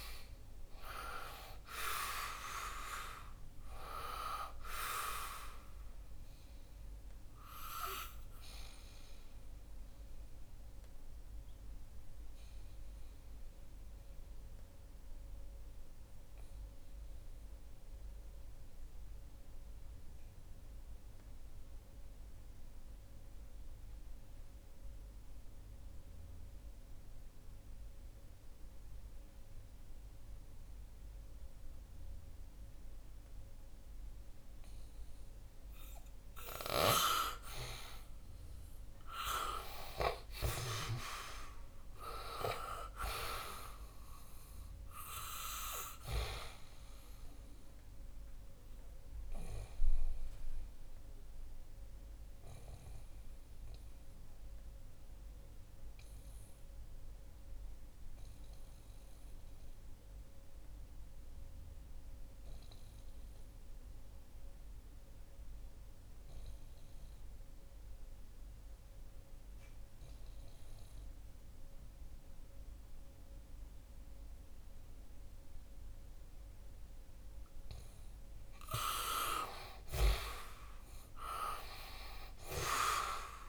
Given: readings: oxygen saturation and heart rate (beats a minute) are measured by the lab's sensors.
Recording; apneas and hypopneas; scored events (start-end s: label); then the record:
breathing in sleep by a room microphone; 2
0.00-2.00 s: arousal
0.00-13.50 s: oxygen desaturation (device-marked, oxygen 92% lowest, heart rate 61 extreme)
8.50-37.00 s: mixed apnea (oxygen 100% before, 88% lowest, heart rate 69 before, 61 extreme, up 10 after)
22.50-28.50 s: oxygen desaturation (device-marked, oxygen 93% before, 88% lowest, heart rate 67 before, 63 extreme)
39.50-43.00 s: arousal
48.50-77.50 s: obstructive apnea (oxygen 99% before, 87% lowest, heart rate 68 before, 62 extreme, up 8 after)
60.50-69.50 s: oxygen desaturation (device-marked, oxygen 95% before, 91% lowest, heart rate 66 before, 65 extreme)
77.50-83.49 s: oxygen desaturation (device-marked, oxygen 99% before, 87% lowest, heart rate 65 before, 62 extreme)
81.50-83.49 s: arousal
From the record:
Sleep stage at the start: N2 (light sleep); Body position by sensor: on the back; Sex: male